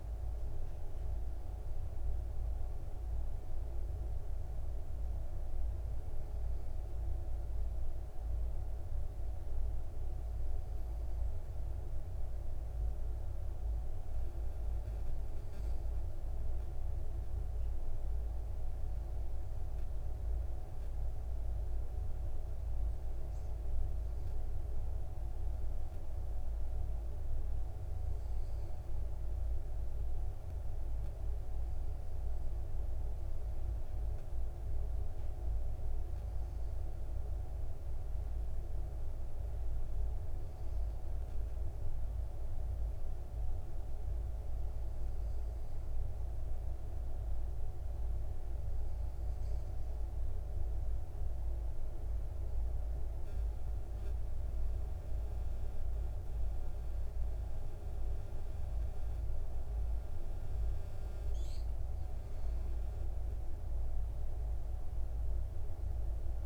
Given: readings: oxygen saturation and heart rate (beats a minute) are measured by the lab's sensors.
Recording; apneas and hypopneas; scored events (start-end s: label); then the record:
breathing in sleep, hard to hear, by a room microphone; none
none scored
From the record:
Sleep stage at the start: N2 (light sleep); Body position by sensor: on the back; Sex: male